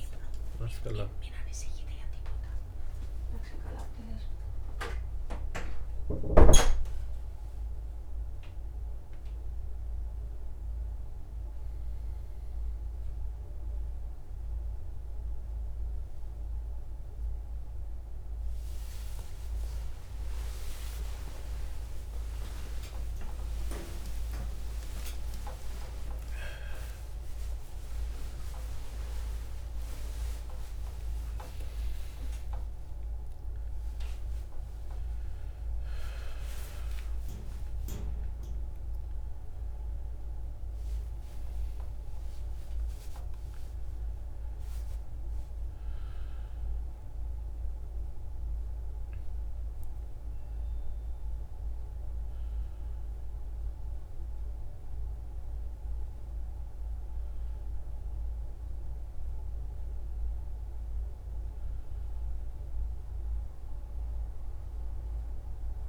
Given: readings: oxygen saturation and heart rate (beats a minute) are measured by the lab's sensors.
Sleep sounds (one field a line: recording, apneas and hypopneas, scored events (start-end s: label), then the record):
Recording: a person awake in a sleep study, by a room microphone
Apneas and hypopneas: none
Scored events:
none scored
From the record:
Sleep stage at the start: awake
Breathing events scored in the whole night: 504 in 6.9 hours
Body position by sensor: on the back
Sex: male